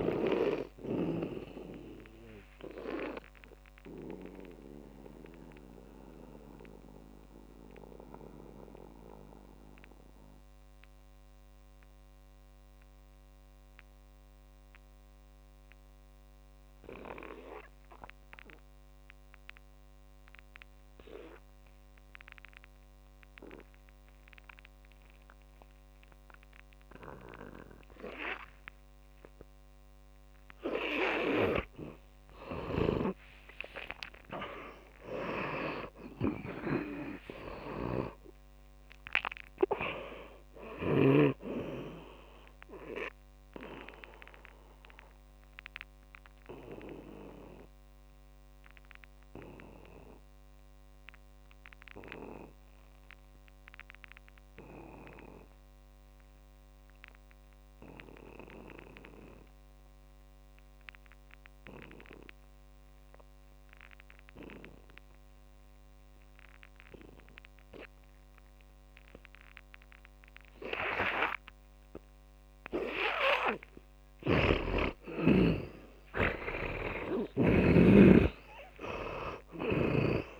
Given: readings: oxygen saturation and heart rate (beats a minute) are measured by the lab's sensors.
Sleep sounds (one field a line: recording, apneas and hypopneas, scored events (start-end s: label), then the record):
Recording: breathing in sleep by a microphone on the trachea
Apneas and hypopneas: 2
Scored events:
0.00-1.00 s: snoring (device-marked)
0.00-22.00 s: oxygen desaturation (device-marked, oxygen 75% lowest, heart rate 49 extreme)
1.50-32.50 s: mixed apnea (oxygen 100% before, 75% lowest, heart rate 58 before, 55 extreme, up 18 after)
29.00-64.00 s: oxygen desaturation (device-marked, oxygen 100% before, 80% lowest, heart rate 60 before, 49 extreme)
33.00-41.50 s: snoring (device-marked)
34.50-40.00 s: arousal
44.50-74.00 s: mixed apnea (oxygen 100% before, 79% lowest, heart rate 65 before, 49 extreme, up 22 after)
76.00-80.40 s: arousal
77.00-80.40 s: oxygen desaturation (device-marked, oxygen 98% before, 79% lowest, heart rate 56 before, 50 extreme)
77.00-80.40 s: snoring (device-marked)
From the record:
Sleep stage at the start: N2 (light sleep)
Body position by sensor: on the back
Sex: male